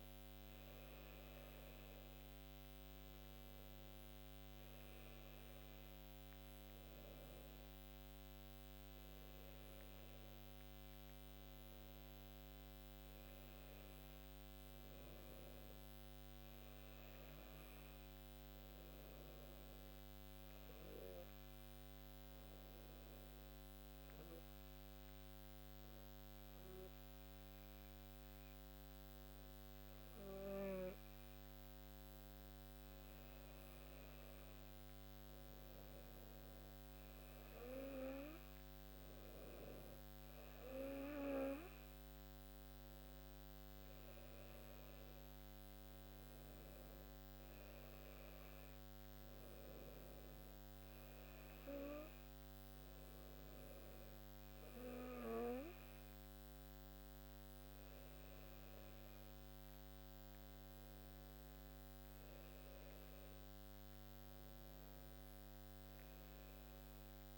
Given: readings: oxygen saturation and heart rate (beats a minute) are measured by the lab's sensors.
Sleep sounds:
breathing in sleep by a microphone on the trachea; 1
20.50-32.50 s: obstructive apnea (oxygen 98% before, 97% lowest, heart rate 61 before, 53 extreme, up 16 after)
34.00-38.00 s: arousal
From the record:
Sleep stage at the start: N2 (light sleep); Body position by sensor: on the back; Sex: female

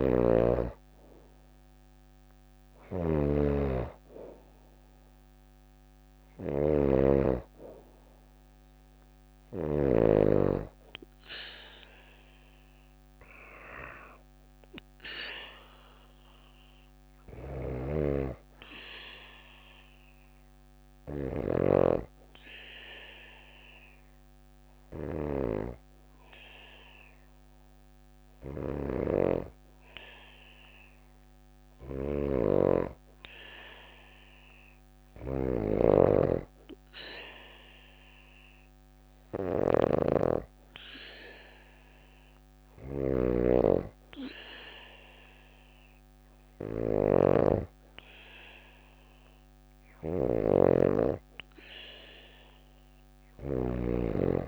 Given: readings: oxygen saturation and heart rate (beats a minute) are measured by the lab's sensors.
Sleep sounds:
breathing in sleep by a microphone on the trachea; 1
0.00-9.00 s: snoring (device-marked)
16.50-42.50 s: snoring (device-marked)
18.50-30.50 s: obstructive apnea (oxygen 93% before, 92% lowest, heart rate 61 before, 61 extreme, up 0 after)
33.00-36.50 s: arousal
49.00-54.48 s: snoring (device-marked)
From the record:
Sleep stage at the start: N2 (light sleep); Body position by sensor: on the back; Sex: female

